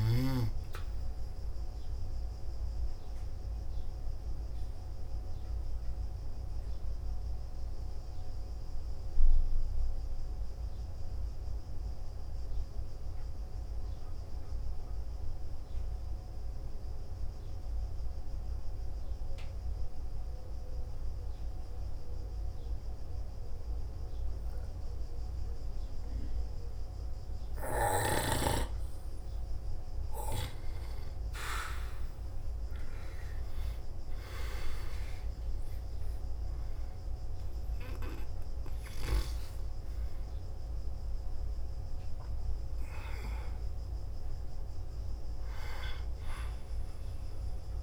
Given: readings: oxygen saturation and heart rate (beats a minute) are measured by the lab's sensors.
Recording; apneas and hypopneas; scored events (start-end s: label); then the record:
breathing in sleep by a room microphone; 1
0.00-24.00 s: oxygen desaturation (device-marked, oxygen 84% lowest, heart rate 54 extreme)
2.50-30.00 s: obstructive apnea (oxygen 98% before, 84% lowest, heart rate 58 before, 54 extreme, up 4 after)
32.50-36.50 s: arousal
36.00-47.83 s: oxygen desaturation (device-marked, oxygen 97% before, 91% lowest, heart rate 57 before, 55 extreme)
From the record:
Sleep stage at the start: N2 (light sleep); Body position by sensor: on the back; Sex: male